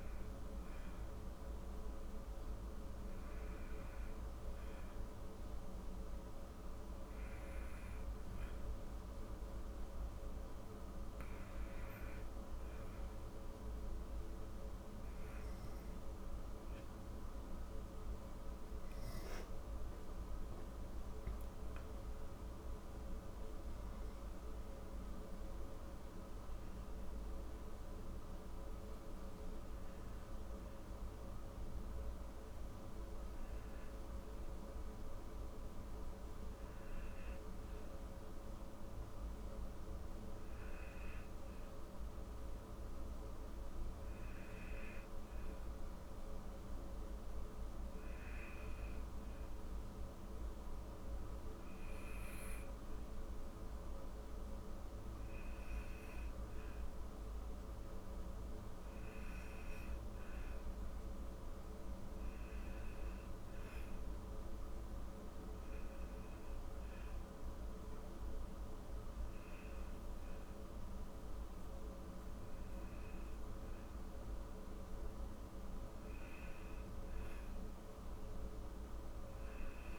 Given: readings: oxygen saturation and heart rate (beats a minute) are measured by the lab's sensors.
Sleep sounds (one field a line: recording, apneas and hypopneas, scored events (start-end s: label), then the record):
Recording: breathing in sleep, hard to hear, by a room microphone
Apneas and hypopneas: 1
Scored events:
15.50-19.50 s: arousal
29.50-56.50 s: obstructive apnea (oxygen 96% before, 95% lowest)
60.50-65.50 s: arousal
From the record:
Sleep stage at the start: N1 (lightest sleep)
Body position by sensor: on the back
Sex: female